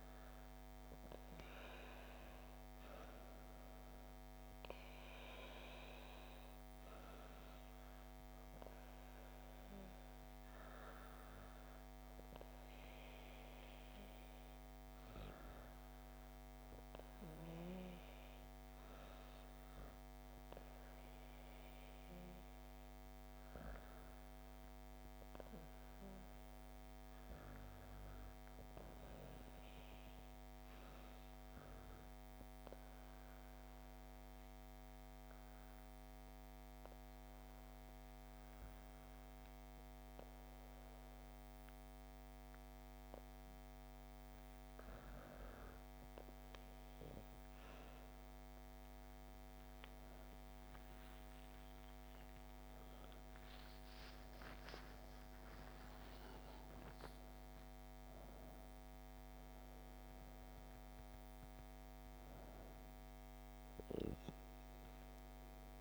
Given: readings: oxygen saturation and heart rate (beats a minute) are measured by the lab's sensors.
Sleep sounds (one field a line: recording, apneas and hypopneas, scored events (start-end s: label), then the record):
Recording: breathing in sleep, hard to hear, by a microphone on the trachea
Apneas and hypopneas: 1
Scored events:
32.00-45.00 s: obstructive apnea (oxygen 97% before, 97% lowest, heart rate 71 before, 62 extreme)
50.50-56.00 s: arousal
From the record:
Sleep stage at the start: REM sleep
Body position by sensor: on the back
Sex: female